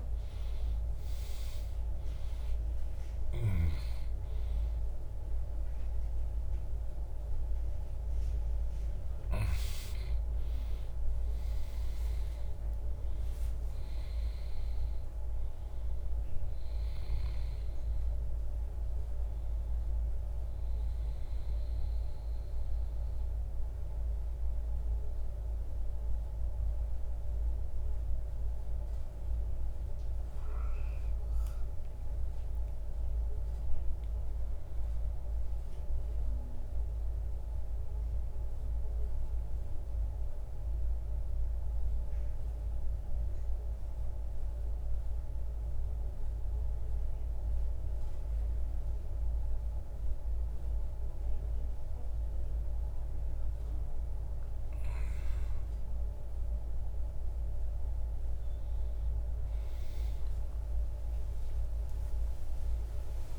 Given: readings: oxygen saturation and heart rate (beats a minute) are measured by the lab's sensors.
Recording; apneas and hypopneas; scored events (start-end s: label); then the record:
breathing in sleep, hard to hear, by a room microphone; 1
0.50-60.50 s: new sleep stage, N1 (lightest sleep)
11.50-38.50 s: oxygen desaturation (device-marked, oxygen 96% before, 84% lowest, heart rate 70 before, 70 extreme)
29.00-33.50 s: arousal
37.00-54.50 s: central apnea (oxygen 96% before, 92% lowest, heart rate 80 before, 74 extreme, up 3 after)
60.50-63.39 s: new sleep stage, awake
From the record:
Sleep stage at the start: REM sleep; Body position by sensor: on the back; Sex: male